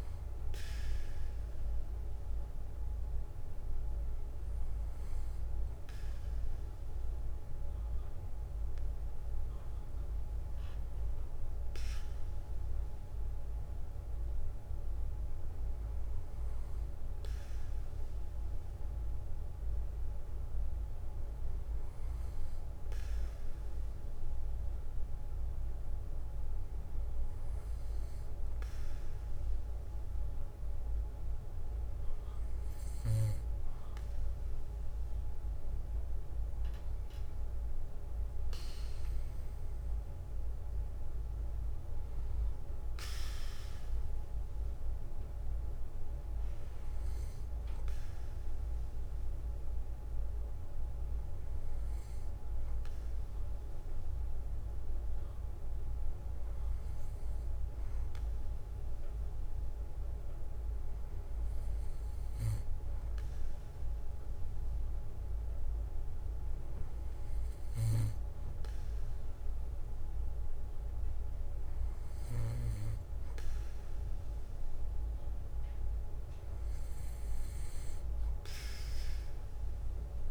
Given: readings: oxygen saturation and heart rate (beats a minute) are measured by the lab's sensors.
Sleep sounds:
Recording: breathing in sleep, hard to hear, by a room microphone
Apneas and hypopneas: none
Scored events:
5.00-7.00 s: bradycardia (device-marked, heart rate 60 before, 60 extreme)
17.00-33.00 s: bradycardia (device-marked, heart rate 60 before, 58 extreme)
38.50-42.00 s: arousal
71.00-73.00 s: bradycardia (device-marked, heart rate 60 before, 61 extreme)
From the record:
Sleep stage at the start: N2 (light sleep)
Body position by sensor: on the back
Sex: male

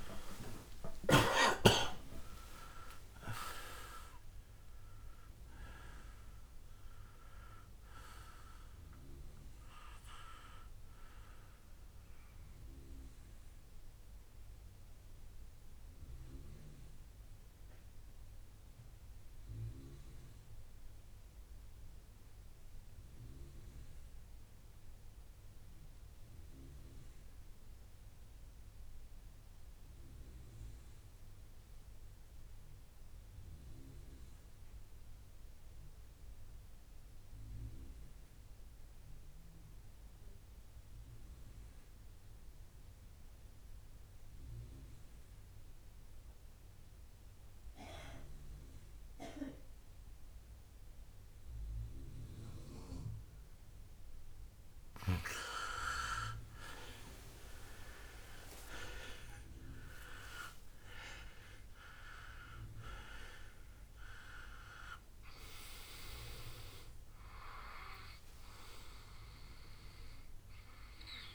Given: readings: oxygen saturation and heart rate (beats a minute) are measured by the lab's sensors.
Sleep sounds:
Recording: breathing in sleep by a room microphone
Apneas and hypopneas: 1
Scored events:
0.00-1.00 s: arousal
0.00-23.50 s: oxygen desaturation (device-marked, oxygen 82% lowest, heart rate 53 extreme)
13.00-55.00 s: mixed apnea (oxygen 94% before, 82% lowest, heart rate 74 before, 55 extreme, up 36 after)
47.50-71.35 s: oxygen desaturation (device-marked, oxygen 97% before, 83% lowest, heart rate 69 before, 57 extreme)
56.50-60.50 s: arousal
58.50-60.50 s: long interval between heartbeats (device-marked, heart rate 62 before, 83 extreme)
From the record:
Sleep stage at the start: N2 (light sleep)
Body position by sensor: on the right side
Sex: male

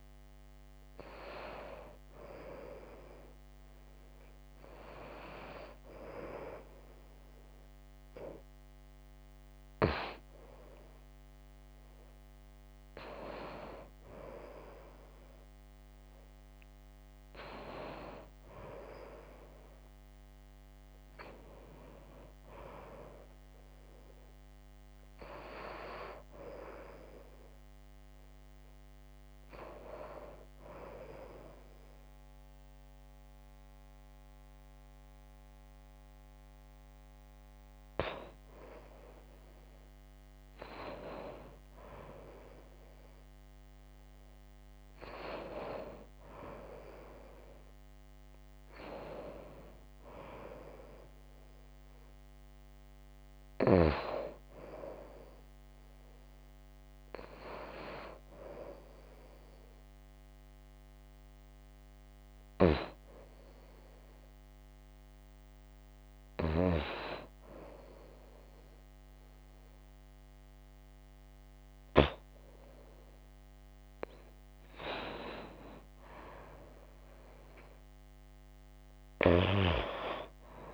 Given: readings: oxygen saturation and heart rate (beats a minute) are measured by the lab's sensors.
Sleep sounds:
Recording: breathing in sleep by a microphone on the trachea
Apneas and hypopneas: 1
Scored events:
55.00-58.00 s: arousal
63.00-75.00 s: hypopnea (oxygen 93% before, 90% lowest)
76.50-80.50 s: arousal
From the record:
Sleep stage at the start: N2 (light sleep)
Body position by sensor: on the right side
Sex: female

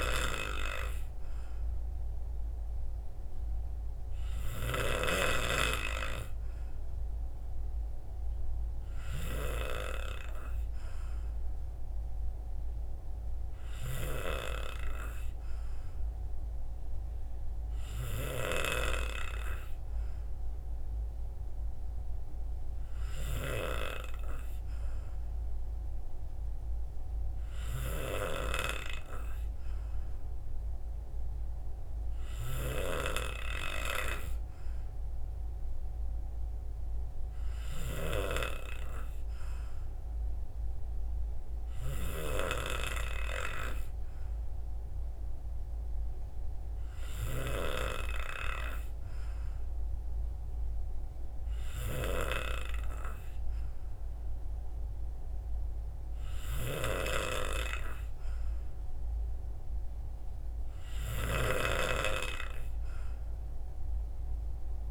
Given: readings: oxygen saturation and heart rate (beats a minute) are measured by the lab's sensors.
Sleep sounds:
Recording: breathing in sleep by a room microphone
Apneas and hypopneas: none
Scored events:
none scored
From the record:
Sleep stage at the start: N3 (deep sleep)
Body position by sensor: on the right side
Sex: male

